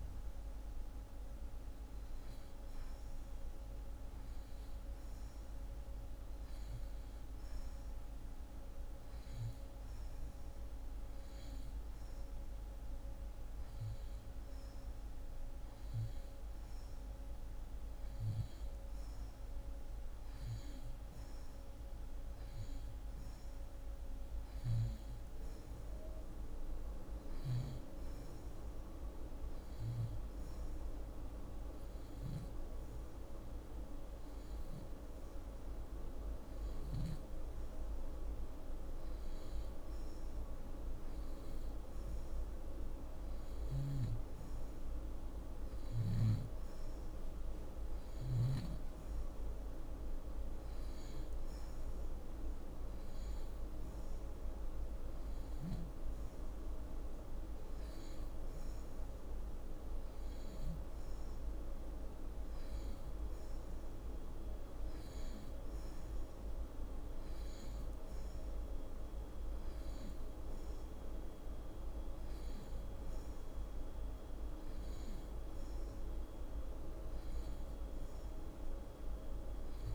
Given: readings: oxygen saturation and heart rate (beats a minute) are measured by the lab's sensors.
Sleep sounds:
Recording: breathing in sleep, hard to hear, by a room microphone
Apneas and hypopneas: none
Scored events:
43.00-48.00 s: snoring (device-marked)
From the record:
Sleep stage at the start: N2 (light sleep)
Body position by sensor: on the back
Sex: female

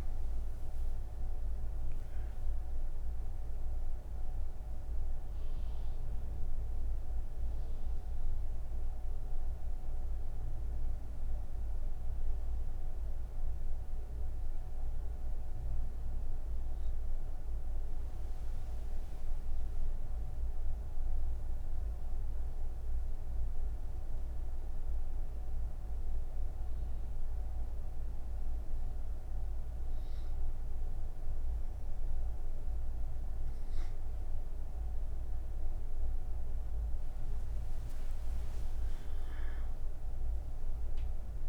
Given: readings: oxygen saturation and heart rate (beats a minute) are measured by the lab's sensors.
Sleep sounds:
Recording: breathing in sleep, hard to hear, by a room microphone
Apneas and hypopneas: 1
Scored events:
20.50-31.50 s: obstructive apnea (oxygen 100% before, 95% lowest)
From the record:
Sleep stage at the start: N3 (deep sleep)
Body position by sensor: on the right side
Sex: female

